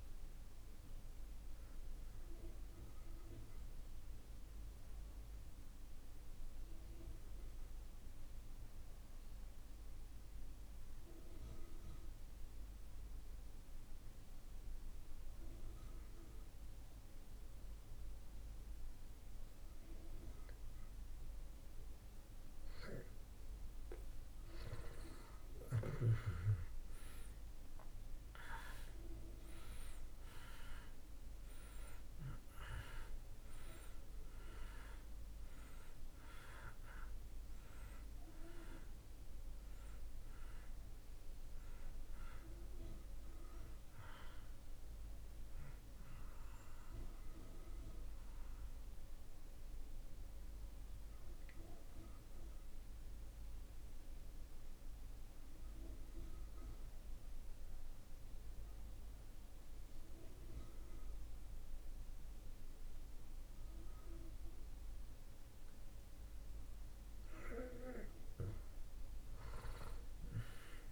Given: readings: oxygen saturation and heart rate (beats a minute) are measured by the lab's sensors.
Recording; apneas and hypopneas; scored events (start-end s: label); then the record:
breathing in sleep by a room microphone; 2
0.00-16.50 s: oxygen desaturation (device-marked, oxygen 77% lowest)
3.50-24.50 s: mixed apnea (oxygen 96% before, 77% lowest)
27.00-32.50 s: arousal
30.50-65.50 s: oxygen desaturation (device-marked, oxygen 97% before, 79% lowest)
48.00-65.00 s: mixed apnea (oxygen 97% before, 79% lowest)
67.50-70.92 s: arousal
From the record:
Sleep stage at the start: N2 (light sleep); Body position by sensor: on the back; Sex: male